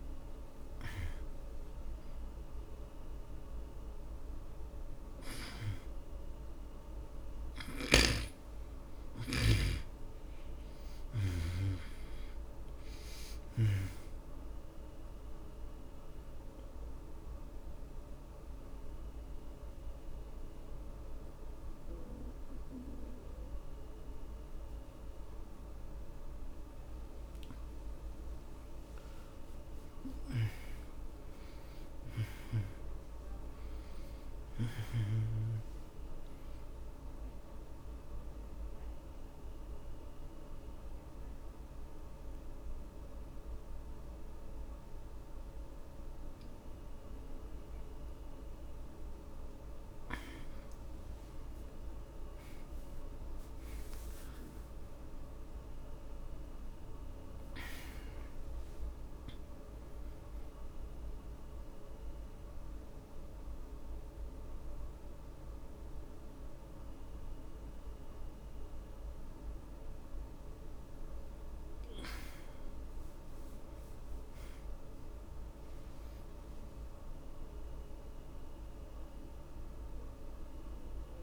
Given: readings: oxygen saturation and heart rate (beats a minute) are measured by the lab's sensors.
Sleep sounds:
breathing in sleep by a room microphone; 3
0.00-2.00 s: oxygen desaturation (device-marked, oxygen 82% lowest)
4.00-20.00 s: oxygen desaturation (device-marked, oxygen 95% before, 84% lowest)
8.00-12.00 s: snoring (device-marked)
15.00-27.50 s: mixed apnea (oxygen 95% before, 82% lowest)
28.50-32.50 s: arousal
37.00-49.50 s: central apnea (oxygen 97% before, 82% lowest)
39.00-56.00 s: oxygen desaturation (device-marked, oxygen 96% before, 82% lowest)
52.50-57.50 s: arousal
61.50-73.00 s: central apnea (oxygen 96% before, 84% lowest)
69.00-80.00 s: oxygen desaturation (device-marked, oxygen 95% before, 86% lowest)
74.50-78.00 s: arousal
From the record:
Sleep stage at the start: N2 (light sleep); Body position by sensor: on the back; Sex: male

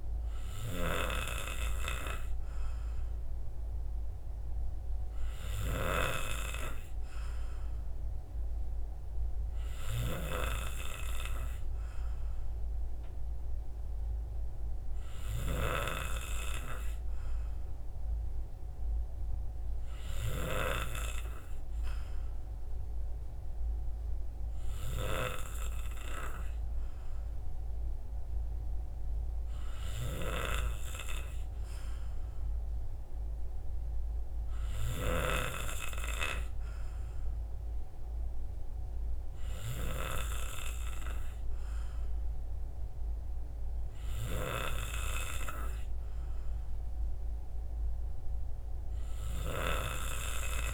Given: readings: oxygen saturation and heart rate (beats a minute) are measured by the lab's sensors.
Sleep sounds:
breathing in sleep by a room microphone; none
none scored
From the record:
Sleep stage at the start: N3 (deep sleep); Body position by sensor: on the right side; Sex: male

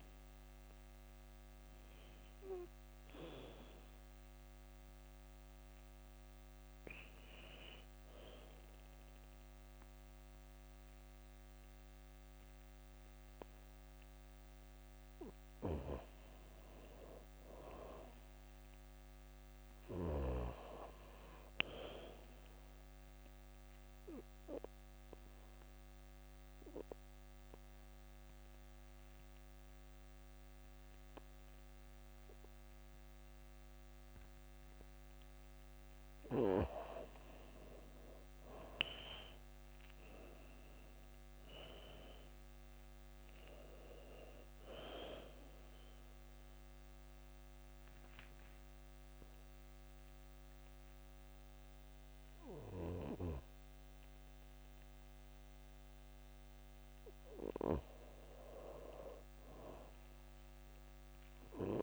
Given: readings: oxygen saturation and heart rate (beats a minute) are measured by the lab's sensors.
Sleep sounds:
breathing in sleep by a microphone on the trachea; 3
1.00-14.00 s: obstructive apnea (oxygen 96% before, 85% lowest, heart rate 80 before, 78 extreme, up 1 after)
1.50-14.50 s: oxygen desaturation (device-marked, oxygen 95% before, 90% lowest, heart rate 80 before, 78 extreme)
15.50-18.00 s: arousal
20.50-34.50 s: oxygen desaturation (device-marked, oxygen 96% before, 89% lowest, heart rate 79 before, 77 extreme)
23.00-34.50 s: obstructive apnea (oxygen 96% before, 85% lowest, heart rate 79 before, 77 extreme, up 0 after)
36.50-39.50 s: arousal
44.50-61.83 s: oxygen desaturation (device-marked, oxygen 96% before, 85% lowest, heart rate 80 before, 79 extreme)
45.50-57.50 s: obstructive apnea (oxygen 96% before, 85% lowest, heart rate 80 before, 79 extreme, up 0 after)
60.00-61.83 s: arousal
From the record:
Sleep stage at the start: N2 (light sleep); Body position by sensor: on the back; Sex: female

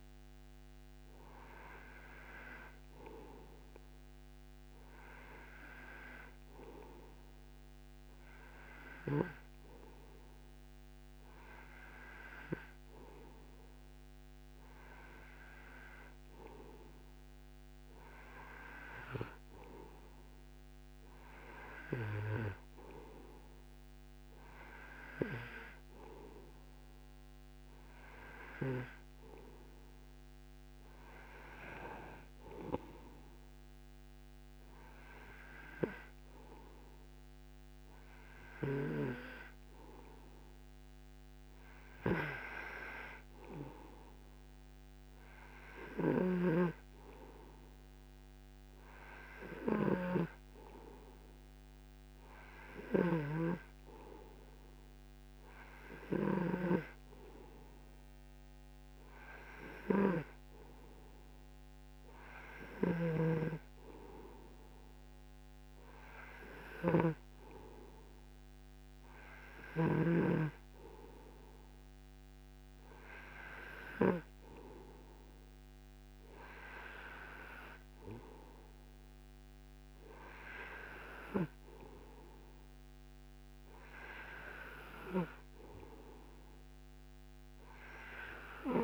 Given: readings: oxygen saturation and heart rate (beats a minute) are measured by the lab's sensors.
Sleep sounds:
breathing in sleep by a microphone on the trachea; none
53.50-57.50 s: snoring (device-marked)
63.50-71.00 s: snoring (device-marked)
From the record:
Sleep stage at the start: N2 (light sleep); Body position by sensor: on the right side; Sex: male

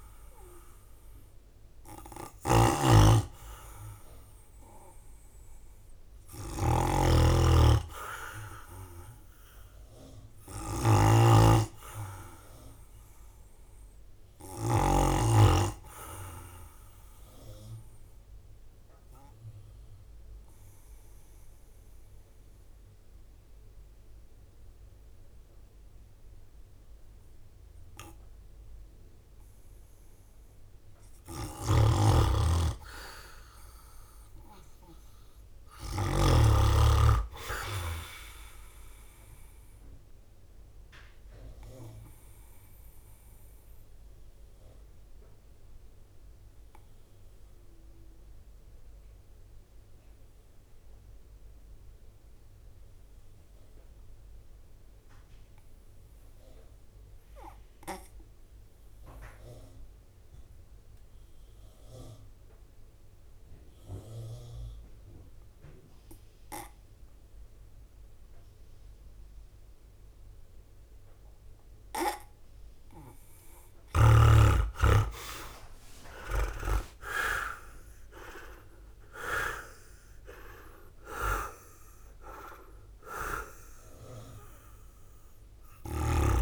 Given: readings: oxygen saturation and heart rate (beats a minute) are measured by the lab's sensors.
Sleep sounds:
breathing in sleep by a room microphone; 2
0.00-14.50 s: snoring (device-marked)
0.00-20.50 s: oxygen desaturation (device-marked, oxygen 96% lowest, heart rate 52 extreme)
0.00-22.50 s: drop in pulse transit time (device-marked, heart rate 53 extreme)
16.50-31.00 s: obstructive apnea (oxygen 99% before, 94% lowest, heart rate 58 before, 52 extreme, up 9 after)
31.00-36.00 s: snoring (device-marked)
32.50-36.00 s: arousal
37.50-48.50 s: drop in pulse transit time (device-marked, heart rate 55 before, 52 extreme)
42.00-72.50 s: obstructive apnea (oxygen 97% before, 91% lowest, heart rate 56 before, 50 extreme, up 19 after)
63.50-73.50 s: oxygen desaturation (device-marked, oxygen 98% before, 94% lowest, heart rate 54 before, 50 extreme)
74.00-77.00 s: leg movement (device-marked)
74.50-78.50 s: arousal
77.50-86.42 s: drop in pulse transit time (device-marked, heart rate 54 before, 55 extreme)
From the record:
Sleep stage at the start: N2 (light sleep); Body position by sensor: on the right side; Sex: male

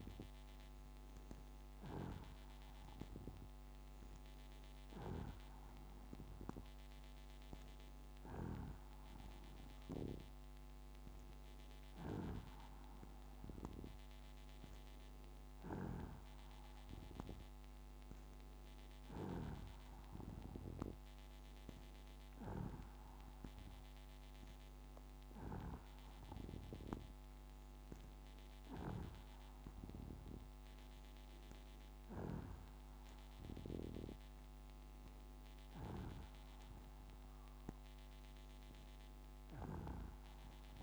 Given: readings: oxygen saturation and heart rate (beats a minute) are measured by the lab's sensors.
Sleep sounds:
breathing in sleep by a microphone on the trachea; none
none scored
From the record:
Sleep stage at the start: N2 (light sleep); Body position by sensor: on the back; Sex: female

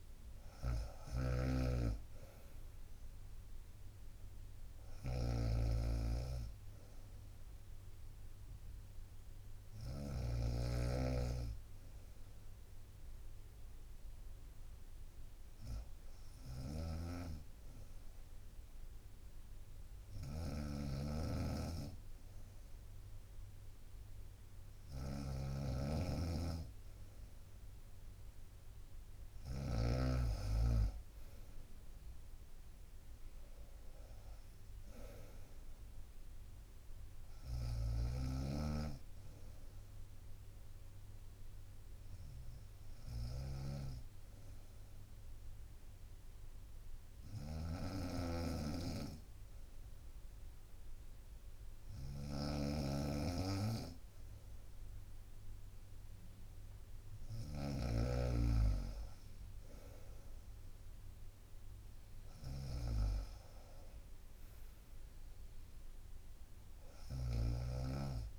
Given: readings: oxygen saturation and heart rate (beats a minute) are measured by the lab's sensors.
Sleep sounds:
breathing in sleep by a room microphone; 2
0.00-1.50 s: arousal
0.50-10.00 s: snoring (device-marked)
11.50-26.00 s: obstructive apnea (oxygen 94% before, 93% lowest, heart rate 64 before, 63 extreme, up 4 after)
16.50-30.00 s: snoring (device-marked)
27.50-30.50 s: arousal
28.00-42.00 s: drop in pulse transit time (device-marked, heart rate 64 before, 64 extreme)
37.50-68.39 s: snoring (device-marked)
40.50-57.50 s: obstructive apnea (oxygen 95% before, 93% lowest, heart rate 66 before, 61 extreme, up 5 after)
62.00-68.39 s: drop in pulse transit time (device-marked, heart rate 63 before, 63 extreme)
63.50-66.00 s: arousal
From the record:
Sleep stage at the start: N2 (light sleep); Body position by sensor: on the right side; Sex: female

